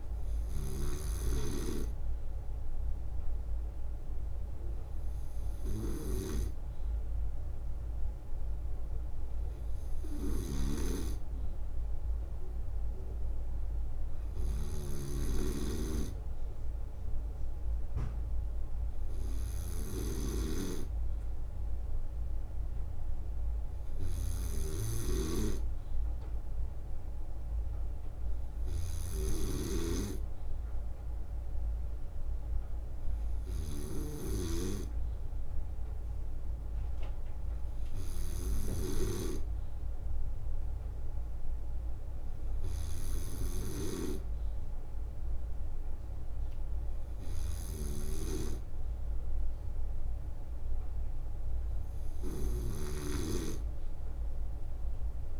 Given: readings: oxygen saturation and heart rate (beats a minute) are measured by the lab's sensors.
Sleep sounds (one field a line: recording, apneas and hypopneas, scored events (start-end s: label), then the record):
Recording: breathing in sleep by a room microphone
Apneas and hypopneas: none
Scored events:
0.00-5.00 s: leg movement (device-marked)
0.00-55.40 s: snoring (device-marked)
5.50-7.50 s: leg movement (device-marked)
17.00-19.50 s: leg movement (device-marked)
20.50-25.00 s: leg movement (device-marked)
27.00-33.50 s: leg movement (device-marked)
41.50-44.50 s: leg movement (device-marked)
45.50-55.40 s: drop in pulse transit time (device-marked, heart rate 65 before, 65 extreme)
46.50-52.00 s: leg movement (device-marked)
From the record:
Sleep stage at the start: N2 (light sleep)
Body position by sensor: on the right side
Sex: male